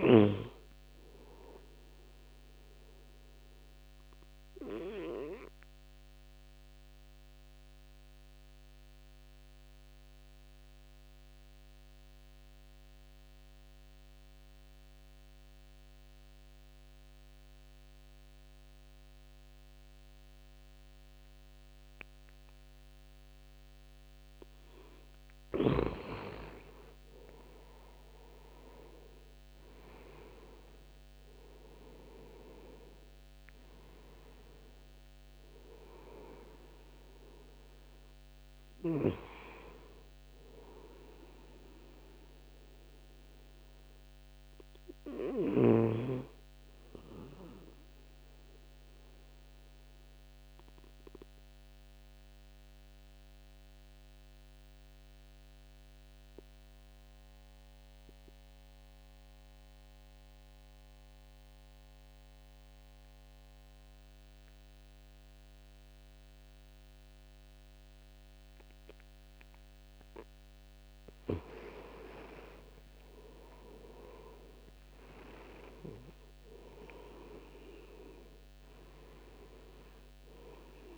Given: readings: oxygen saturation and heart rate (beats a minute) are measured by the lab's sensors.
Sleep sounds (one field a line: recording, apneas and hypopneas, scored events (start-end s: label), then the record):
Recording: breathing in sleep by a microphone on the trachea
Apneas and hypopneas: 2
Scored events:
0.00-2.00 s: oxygen desaturation (device-marked, oxygen 89% lowest, heart rate 69 extreme)
3.50-23.00 s: obstructive apnea (oxygen 99% before, 89% lowest, heart rate 75 before, 68 extreme, up 11 after)
26.50-30.50 s: arousal
28.00-55.00 s: oxygen desaturation (device-marked, oxygen 99% before, 89% lowest, heart rate 71 before, 64 extreme)
49.50-70.00 s: obstructive apnea (oxygen 99% before, 89% lowest, heart rate 74 before, 64 extreme, up 14 after)
72.00-75.50 s: arousal
74.00-80.98 s: oxygen desaturation (device-marked, oxygen 99% before, 92% lowest, heart rate 70 before, 72 extreme)
From the record:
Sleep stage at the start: N2 (light sleep)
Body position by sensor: on the front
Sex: male